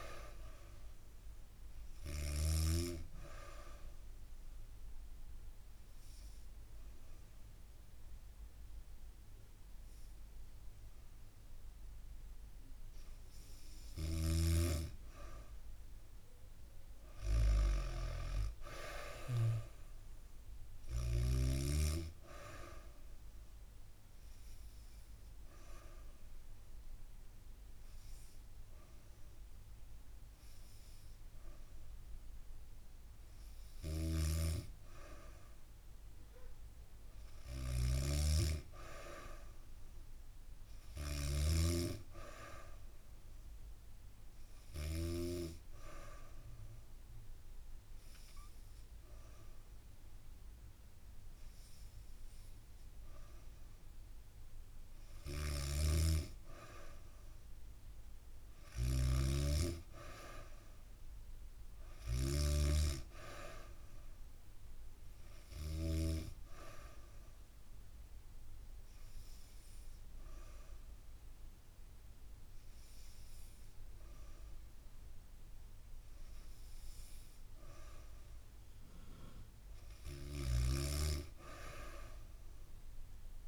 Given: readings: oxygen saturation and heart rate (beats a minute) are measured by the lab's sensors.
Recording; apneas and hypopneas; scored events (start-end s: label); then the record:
breathing in sleep by a room microphone; 4
0.00-14.50 s: oxygen desaturation (device-marked, oxygen 92% lowest, heart rate 66 extreme)
3.00-13.50 s: obstructive apnea (oxygen 95% before, 92% lowest, heart rate 71 before, 66 extreme, up 6 after)
13.50-21.00 s: snoring (device-marked)
16.00-19.00 s: arousal
20.50-30.50 s: oxygen desaturation (device-marked, oxygen 96% before, 93% lowest, heart rate 70 before, 66 extreme)
22.00-33.50 s: hypopnea (oxygen 96% before, 93% lowest, heart rate 70 before, 66 extreme, up 0 after)
33.00-44.50 s: snoring (device-marked)
35.50-39.50 s: arousal
44.50-54.50 s: hypopnea (oxygen 96% before, 92% lowest, heart rate 69 before, 67 extreme, up 3 after)
55.00-65.50 s: snoring (device-marked)
56.50-60.50 s: arousal
66.00-76.00 s: hypopnea (oxygen 96% before, 92% lowest, heart rate 70 before, 67 extreme, up 1 after)
79.50-83.47 s: snoring (device-marked)
80.50-83.00 s: arousal
From the record:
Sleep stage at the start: N2 (light sleep); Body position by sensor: on the back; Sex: female